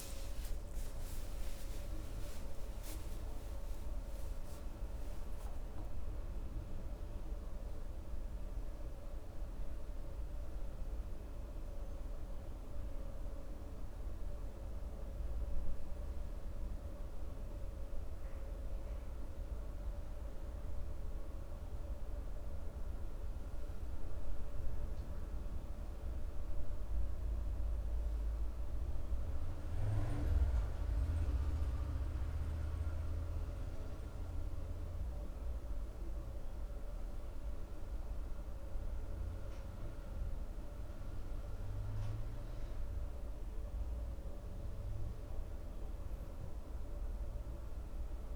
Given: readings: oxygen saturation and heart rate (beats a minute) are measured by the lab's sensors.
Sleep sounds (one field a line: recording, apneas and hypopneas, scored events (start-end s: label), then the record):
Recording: breathing in sleep, hard to hear, by a room microphone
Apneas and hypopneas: 1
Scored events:
0.00-2.50 s: arousal
27.00-39.50 s: hypopnea (oxygen 97% before, 94% lowest, heart rate 68 before, 66 extreme, up 3 after)
From the record:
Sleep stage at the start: N2 (light sleep)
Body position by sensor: on the right side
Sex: male